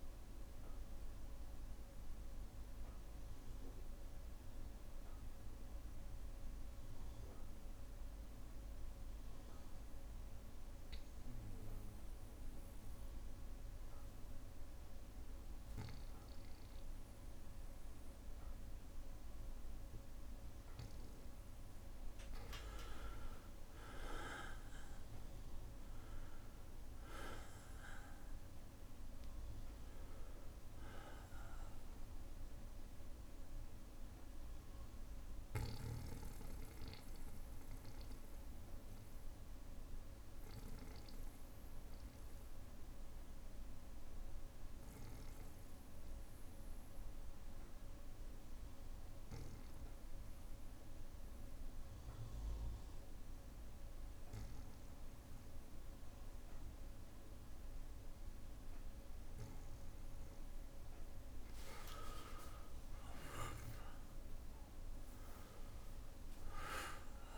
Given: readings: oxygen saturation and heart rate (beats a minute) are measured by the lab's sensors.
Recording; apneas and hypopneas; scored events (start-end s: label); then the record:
breathing in sleep by a room microphone; 2
0.00-12.50 s: oxygen desaturation (device-marked, oxygen 95% lowest, heart rate 59 extreme)
1.00-21.00 s: obstructive apnea (oxygen 99% before, 93% lowest, heart rate 62 before, 58 extreme, up 4 after)
23.50-27.00 s: arousal
24.50-45.50 s: oxygen desaturation (device-marked, oxygen 98% before, 93% lowest, heart rate 60 before, 58 extreme)
34.50-45.50 s: bradycardia (device-marked, heart rate 66 before, 58 extreme)
37.00-59.50 s: obstructive apnea (oxygen 98% before, 93% lowest, heart rate 62 before, 58 extreme, up 4 after)
58.50-67.38 s: oxygen desaturation (device-marked, oxygen 99% before, 93% lowest, heart rate 59 before, 58 extreme)
61.50-65.50 s: arousal
From the record:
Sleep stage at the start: N2 (light sleep); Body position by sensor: on the back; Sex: male